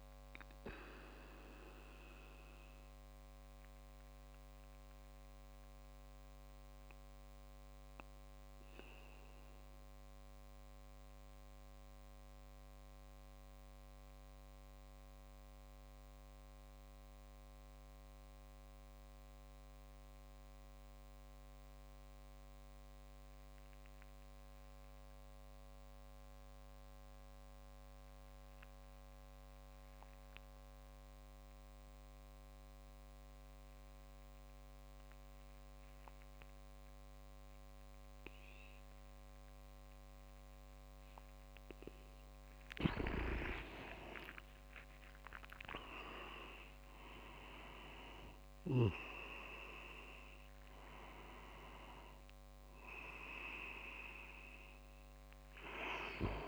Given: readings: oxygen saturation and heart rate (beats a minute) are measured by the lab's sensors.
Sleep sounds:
breathing in sleep by a microphone on the trachea; 1
2.50-40.50 s: obstructive apnea (oxygen 99% before, 93% lowest, heart rate 52 before, 27 extreme, up 24 after)
35.00-37.50 s: leg movement (device-marked)
35.00-56.48 s: oxygen desaturation (device-marked, oxygen 99% before, 94% lowest, heart rate 65 before, 27 extreme)
42.50-47.00 s: leg movement (device-marked)
43.00-49.00 s: snoring (device-marked)
43.50-47.00 s: arousal
From the record:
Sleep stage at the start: N2 (light sleep); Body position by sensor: on the back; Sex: male

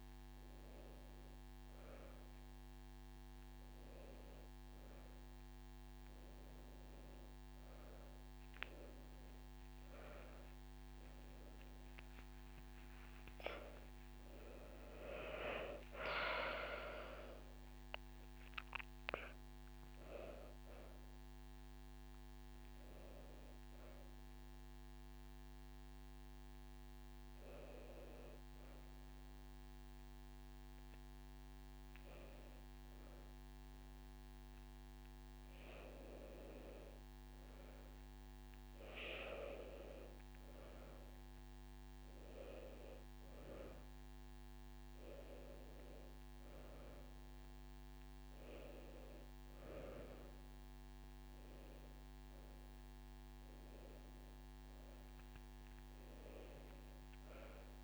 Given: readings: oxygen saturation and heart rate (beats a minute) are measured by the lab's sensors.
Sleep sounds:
breathing in sleep by a microphone on the trachea; none
14.00-18.50 s: arousal
14.50-16.50 s: long interval between heartbeats (device-marked, heart rate 31 before, 67 extreme)
14.50-26.50 s: drop in pulse transit time (device-marked, heart rate 31 before, 50 extreme)
22.50-24.50 s: long interval between heartbeats (device-marked, heart rate 48 before, 54 extreme)
33.50-35.50 s: long interval between heartbeats (device-marked, heart rate 46 before, 27 extreme)
39.00-41.00 s: long interval between heartbeats (device-marked, heart rate 37 before, 30 extreme)
43.00-45.00 s: long interval between heartbeats (device-marked, heart rate 34 before, 44 extreme)
43.50-51.50 s: oxygen desaturation (device-marked, oxygen 99% before, 94% lowest)
48.50 s: drop in pulse transit time (device-marked)
48.50-50.50 s: long interval between heartbeats (device-marked, heart rate 31 before, 40 extreme)
55.50-57.84 s: drop in pulse transit time (device-marked)
From the record:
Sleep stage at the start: N2 (light sleep); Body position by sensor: on the back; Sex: female

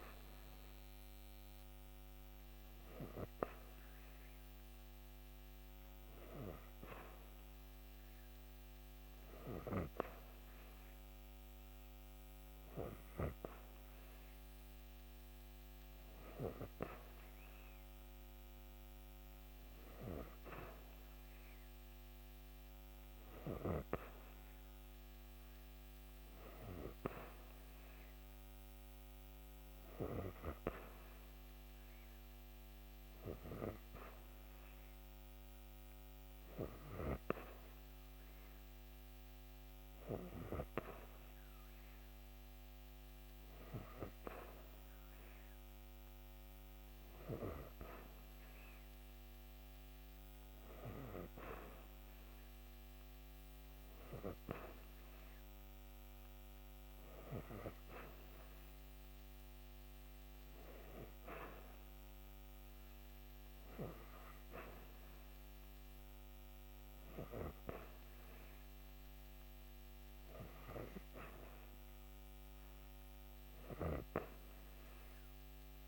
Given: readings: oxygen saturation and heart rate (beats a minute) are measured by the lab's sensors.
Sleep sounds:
breathing in sleep by a microphone on the trachea; none
none scored
From the record:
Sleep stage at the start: N3 (deep sleep); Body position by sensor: on the back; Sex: female

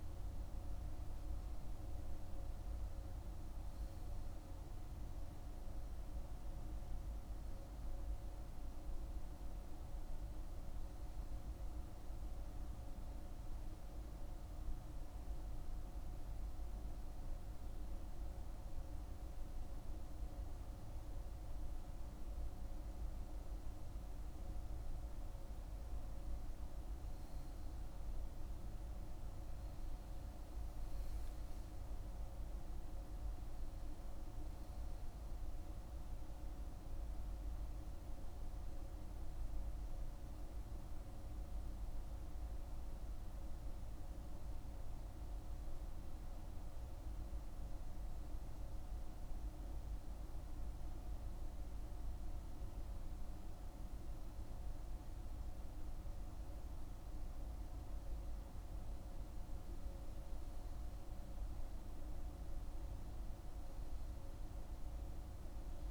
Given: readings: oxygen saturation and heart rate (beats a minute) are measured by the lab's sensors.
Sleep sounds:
breathing in sleep, hard to hear, by a room microphone; 2
1.00-5.50 s: arousal
12.00-24.00 s: obstructive apnea (oxygen 98% before, 95% lowest, heart rate 52 before, 47 extreme, up 7 after)
27.00-31.50 s: arousal
28.50-43.50 s: oxygen desaturation (device-marked, oxygen 98% before, 95% lowest, heart rate 48 before, 49 extreme)
30.50-65.90 s: new sleep stage, N2 (light sleep)
45.00-56.50 s: hypopnea (oxygen 98% before, 95% lowest, heart rate 52 before, 49 extreme, up 5 after)
61.00-65.50 s: arousal
From the record:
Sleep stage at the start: N1 (lightest sleep); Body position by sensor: on the back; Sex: male

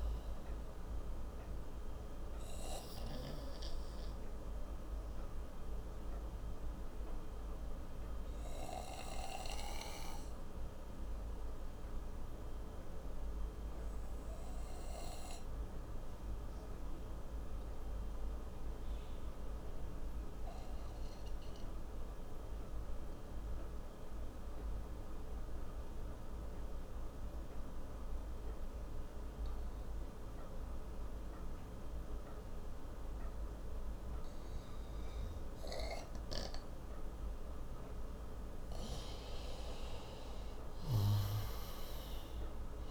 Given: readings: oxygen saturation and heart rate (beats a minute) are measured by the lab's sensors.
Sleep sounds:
breathing in sleep, hard to hear, by a room microphone; 1
0.00-18.50 s: oxygen desaturation (device-marked, oxygen 87% lowest)
2.50-38.00 s: obstructive apnea (oxygen 97% before, 87% lowest)
34.50-42.91 s: oxygen desaturation (device-marked, oxygen 97% before, 87% lowest)
38.50-42.91 s: arousal
From the record:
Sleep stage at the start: N2 (light sleep); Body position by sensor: on the right side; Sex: male

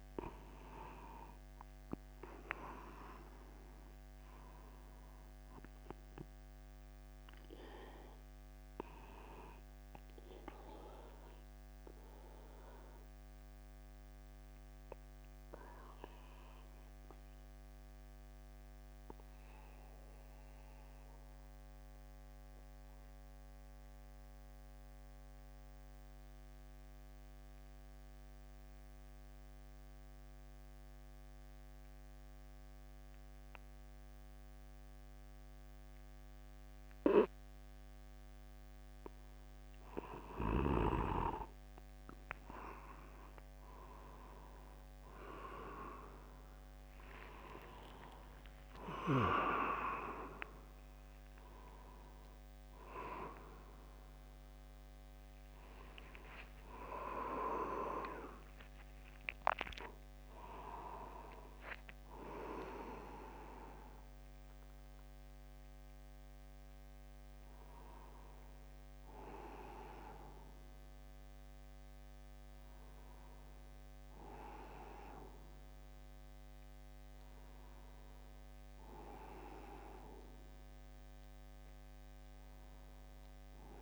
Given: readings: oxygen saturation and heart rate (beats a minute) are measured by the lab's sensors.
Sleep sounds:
breathing in sleep by a microphone on the trachea; 1
0.00-2.00 s: arousal
1.50-25.50 s: oxygen desaturation (device-marked, oxygen 97% before, 94% lowest, heart rate 49 before, 49 extreme)
12.00-39.00 s: obstructive apnea (oxygen 98% before, 92% lowest, heart rate 49 before, 50 extreme, up 3 after)
47.50-49.50 s: long interval between heartbeats (device-marked, heart rate 50 before, 59 extreme)
48.00-55.50 s: arousal
50.00-52.00 s: long interval between heartbeats (device-marked, heart rate 51 before, 76 extreme)
50.50-80.50 s: new sleep stage, N1 (lightest sleep)
56.50-58.50 s: long interval between heartbeats (device-marked, heart rate 60 before, 94 extreme)
58.50-60.50 s: long interval between heartbeats (device-marked, heart rate 65 before, 111 extreme)
68.50-83.82 s: oxygen desaturation (device-marked, oxygen 95% before, 92% lowest, heart rate 80 before, 49 extreme)
80.50-83.82 s: new sleep stage, N2 (light sleep)
From the record:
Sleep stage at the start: N2 (light sleep); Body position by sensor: upright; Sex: male

